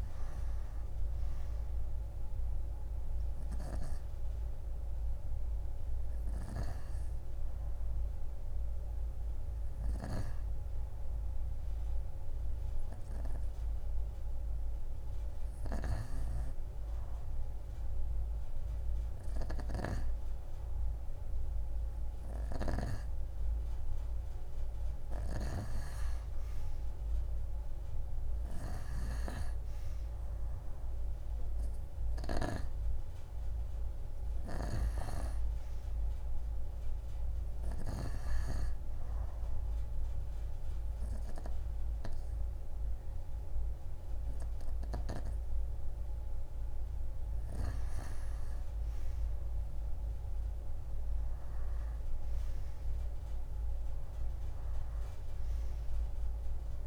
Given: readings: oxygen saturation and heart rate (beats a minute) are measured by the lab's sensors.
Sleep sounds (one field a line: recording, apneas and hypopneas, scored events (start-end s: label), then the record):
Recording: breathing in sleep by a room microphone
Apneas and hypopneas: 1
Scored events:
0.00-6.50 s: oxygen desaturation (device-marked, oxygen 90% lowest)
5.50-21.00 s: hypopnea (oxygen 94% before, 91% lowest)
9.50-16.00 s: snoring (device-marked)
22.00-38.00 s: snoring (device-marked)
24.00-27.50 s: arousal
27.50-43.50 s: oxygen desaturation (device-marked, oxygen 95% before, 91% lowest)
From the record:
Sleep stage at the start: N2 (light sleep)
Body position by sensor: on the right side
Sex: female